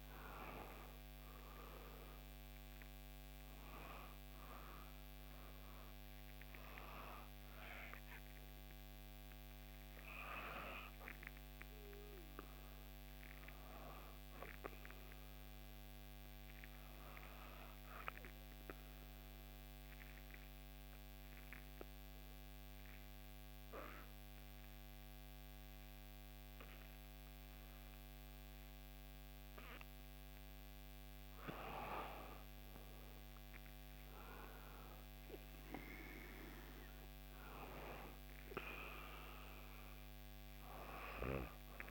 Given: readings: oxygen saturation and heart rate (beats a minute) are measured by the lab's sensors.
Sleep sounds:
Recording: breathing in sleep by a microphone on the trachea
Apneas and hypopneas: 1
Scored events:
12.00-15.50 s: arousal
17.50-31.00 s: obstructive apnea (oxygen 96% before, 91% lowest, heart rate 64 before, 60 extreme, up 4 after)
31.50-35.50 s: arousal
34.00-41.91 s: oxygen desaturation (device-marked, oxygen 95% before, 91% lowest, heart rate 63 before, 60 extreme)
From the record:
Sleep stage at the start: N2 (light sleep)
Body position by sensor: on the back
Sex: female

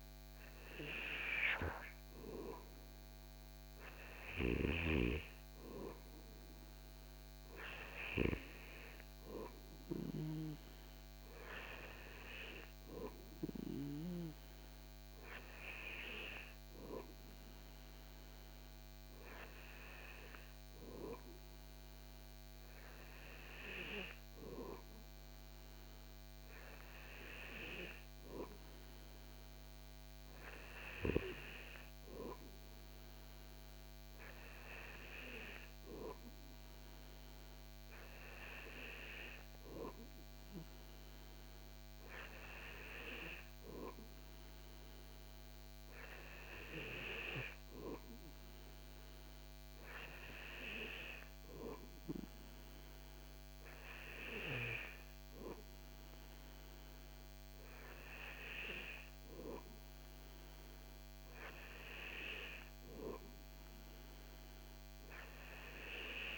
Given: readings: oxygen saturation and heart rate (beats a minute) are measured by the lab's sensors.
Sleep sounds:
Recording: breathing in sleep by a microphone on the trachea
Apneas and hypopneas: none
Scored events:
none scored
From the record:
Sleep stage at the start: N2 (light sleep)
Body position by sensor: on the back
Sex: male

